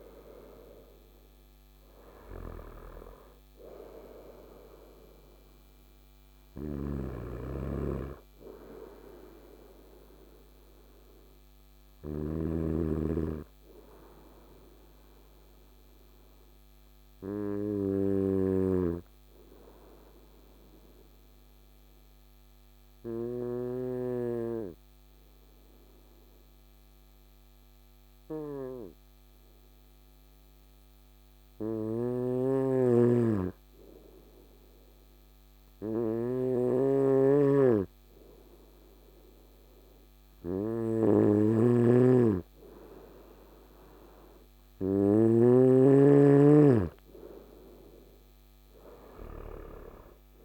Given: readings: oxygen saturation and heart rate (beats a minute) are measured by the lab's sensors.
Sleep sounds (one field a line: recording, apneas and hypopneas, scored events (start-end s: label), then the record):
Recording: breathing in sleep by a microphone on the trachea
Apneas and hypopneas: 1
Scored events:
0.00-24.00 s: oxygen desaturation (device-marked, oxygen 92% lowest, heart rate 55 extreme)
6.00-12.00 s: snoring (device-marked)
15.00-42.00 s: obstructive apnea (oxygen 98% before, 92% lowest, heart rate 64 before, 55 extreme, up 6 after)
32.00-45.00 s: snoring (device-marked)
43.00-50.45 s: oxygen desaturation (device-marked, oxygen 98% before, 94% lowest, heart rate 56 before, 54 extreme)
45.00-48.50 s: arousal
From the record:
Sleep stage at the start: N2 (light sleep)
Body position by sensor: on the right side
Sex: male